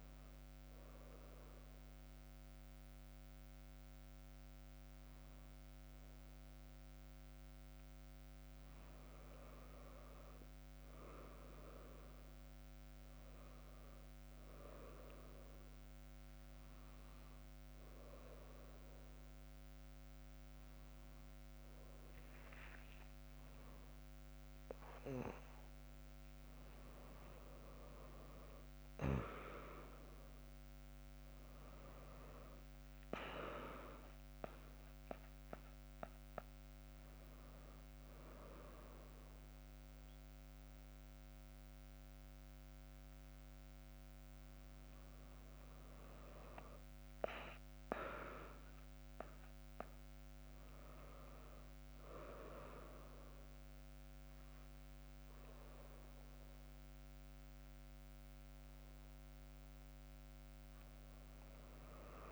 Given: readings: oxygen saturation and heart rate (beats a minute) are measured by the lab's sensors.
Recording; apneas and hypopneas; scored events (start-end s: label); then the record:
breathing in sleep by a microphone on the trachea; none
38.50-62.32 s: new sleep stage, N2 (light sleep)
From the record:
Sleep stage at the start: N1 (lightest sleep); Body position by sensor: on the back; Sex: female